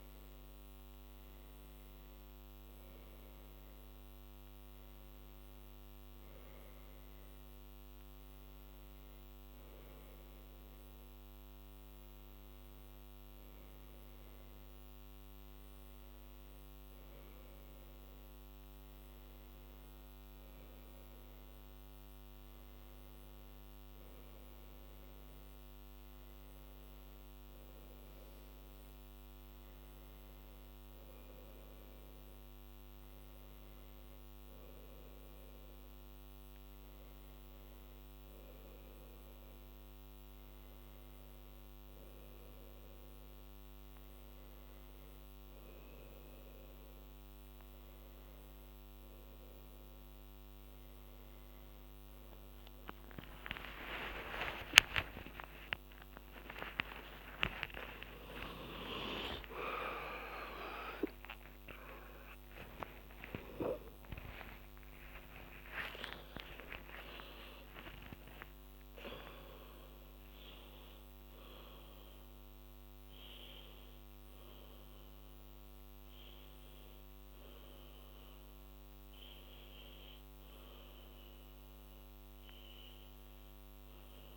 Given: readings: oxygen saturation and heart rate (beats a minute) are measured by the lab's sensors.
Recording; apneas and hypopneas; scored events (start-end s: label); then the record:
a person partly awake in a sleep study, by a microphone on the trachea; none
42.00-72.00 s: new sleep stage, awake
68.00-70.00 s: long interval between heartbeats (device-marked, heart rate 102 before, 129 extreme)
72.00-84.37 s: new sleep stage, N2 (light sleep)
From the record:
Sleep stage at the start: N1 (lightest sleep); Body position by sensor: on the back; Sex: female